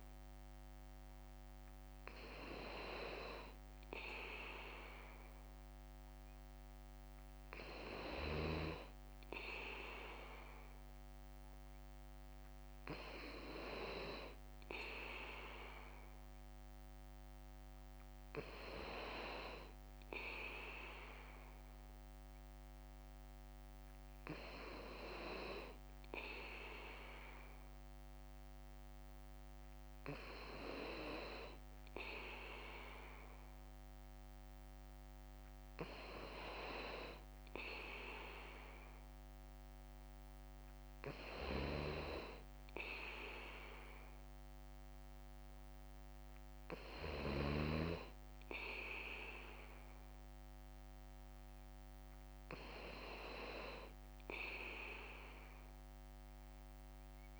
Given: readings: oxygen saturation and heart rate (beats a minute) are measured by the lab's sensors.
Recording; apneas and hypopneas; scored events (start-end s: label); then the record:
breathing in sleep by a microphone on the trachea; none
0.00-57.40 s: bradycardia (device-marked, heart rate 56 extreme)
From the record:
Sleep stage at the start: N2 (light sleep); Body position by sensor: on the back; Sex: male